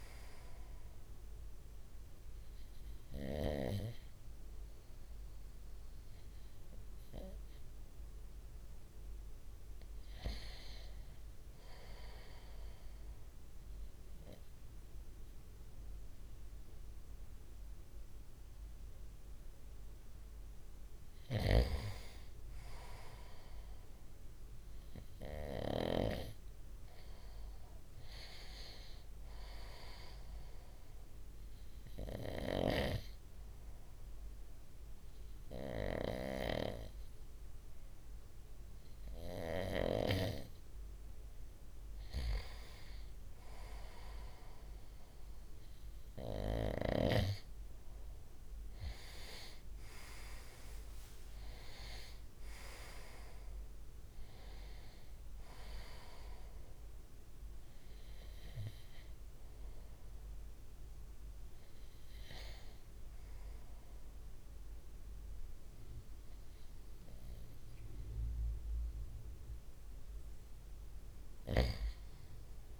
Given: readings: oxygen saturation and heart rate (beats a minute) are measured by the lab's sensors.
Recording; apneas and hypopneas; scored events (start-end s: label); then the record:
breathing in sleep by a room microphone; 2
11.00-21.00 s: obstructive apnea (oxygen 96% before, 94% lowest, heart rate 61 before, 60 extreme, up 2 after)
22.50-26.00 s: arousal
30.00-41.50 s: obstructive apnea (oxygen 96% before, 94% lowest, heart rate 62 before, 59 extreme, up 3 after)
45.50-49.50 s: arousal
From the record:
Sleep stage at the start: N2 (light sleep); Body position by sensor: on the front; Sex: male